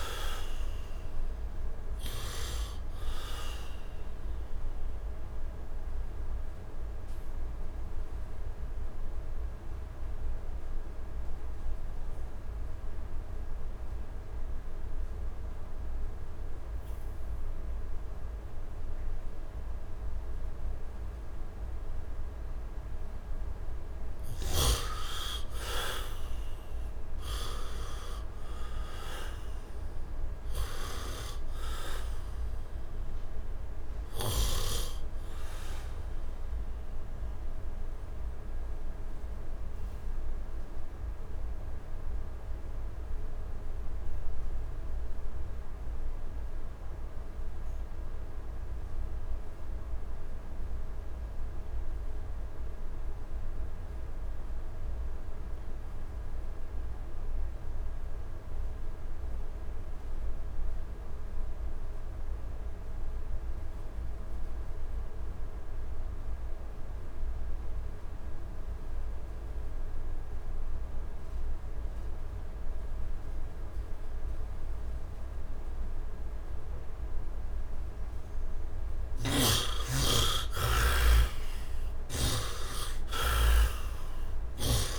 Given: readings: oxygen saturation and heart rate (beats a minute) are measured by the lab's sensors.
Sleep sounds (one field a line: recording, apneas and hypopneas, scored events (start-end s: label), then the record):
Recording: breathing in sleep by a room microphone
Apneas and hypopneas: 2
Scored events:
0.00-17.50 s: oxygen desaturation (device-marked, oxygen 43% lowest, heart rate 69 extreme)
4.50-23.00 s: mixed apnea (oxygen 66% before, 43% lowest, heart rate 90 before, 70 extreme, up 10 after)
24.00-29.00 s: arousal
27.50-41.50 s: oxygen desaturation (device-marked, oxygen 95% before, 59% lowest, heart rate 80 before, 70 extreme)
36.00-76.50 s: obstructive apnea (oxygen 95% before, 51% lowest, heart rate 85 before, 70 extreme, up 10 after)
50.50-84.99 s: oxygen desaturation (device-marked, oxygen 100% before, 51% lowest, heart rate 75 before, 71 extreme)
78.50-82.00 s: snoring (device-marked)
79.00-82.00 s: arousal
From the record:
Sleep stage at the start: N2 (light sleep)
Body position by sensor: on the back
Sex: male